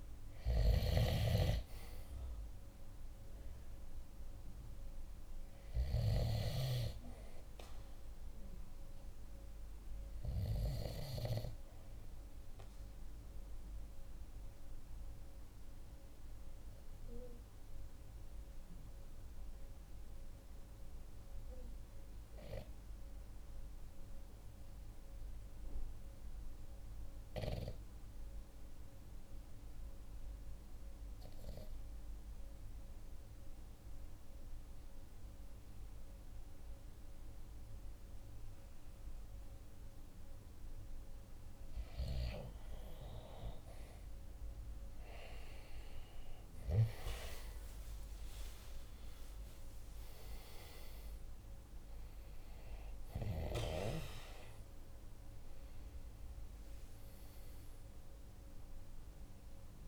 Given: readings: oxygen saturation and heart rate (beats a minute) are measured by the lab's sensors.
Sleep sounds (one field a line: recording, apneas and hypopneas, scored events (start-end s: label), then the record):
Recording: breathing in sleep by a room microphone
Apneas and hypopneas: 1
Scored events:
0.00-17.00 s: oxygen desaturation (device-marked, oxygen 92% lowest, heart rate 44 extreme)
11.50-40.00 s: obstructive apnea (oxygen 97% before, 91% lowest, heart rate 48 before, 44 extreme, up 2 after)
44.50-49.00 s: arousal
52.00-59.87 s: oxygen desaturation (device-marked, oxygen 96% before, 91% lowest, heart rate 45 before, 43 extreme)
From the record:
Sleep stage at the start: N2 (light sleep)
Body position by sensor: on the right side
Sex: male